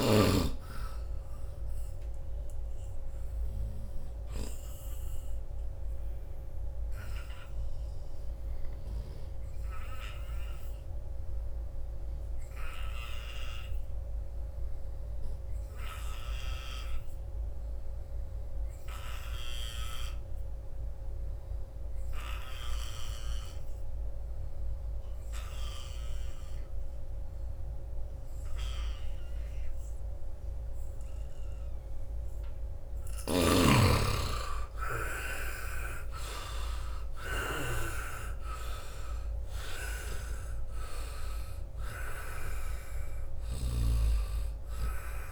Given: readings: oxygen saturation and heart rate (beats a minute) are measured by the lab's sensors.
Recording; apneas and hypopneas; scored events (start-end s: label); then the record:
breathing in sleep by a room microphone; 1
0.00-16.00 s: oxygen desaturation (device-marked, oxygen 75% lowest, heart rate 67 extreme)
2.00-31.50 s: obstructive apnea (oxygen 98% before, 72% lowest, heart rate 82 before, 67 extreme, up 22 after)
19.00-23.00 s: snoring (device-marked)
31.00-45.32 s: oxygen desaturation (device-marked, oxygen 94% before, 72% lowest, heart rate 79 before, 74 extreme)
33.00-45.32 s: snoring (device-marked)
33.50-38.00 s: arousal
From the record:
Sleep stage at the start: N2 (light sleep); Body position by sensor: on the front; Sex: male